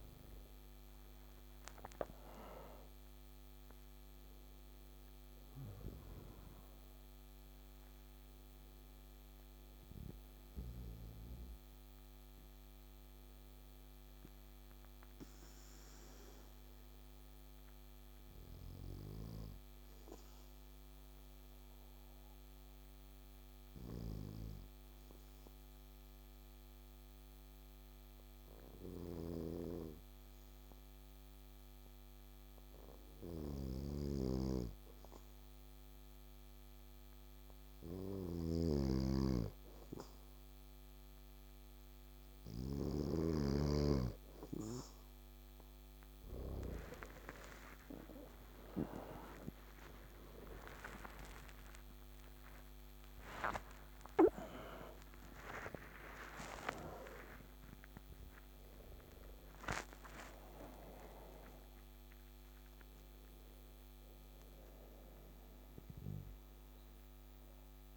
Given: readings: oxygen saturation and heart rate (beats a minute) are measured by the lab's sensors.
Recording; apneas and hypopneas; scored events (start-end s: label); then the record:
a person partly awake in a sleep study, by a microphone on the trachea; 1
0.00-3.50 s: arousal
0.00-25.00 s: oxygen desaturation (device-marked, oxygen 93% lowest, heart rate 56 extreme)
17.00-41.50 s: obstructive apnea (oxygen 97% before, 94% lowest, heart rate 67 before, 56 extreme, up 44 after)
38.00-43.50 s: snoring (device-marked)
43.00-64.00 s: oxygen desaturation (device-marked, oxygen 99% before, 94% lowest, heart rate 57 before, 57 extreme)
45.00-67.96 s: new sleep stage, awake
From the record:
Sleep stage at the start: N2 (light sleep); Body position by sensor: on the back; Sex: male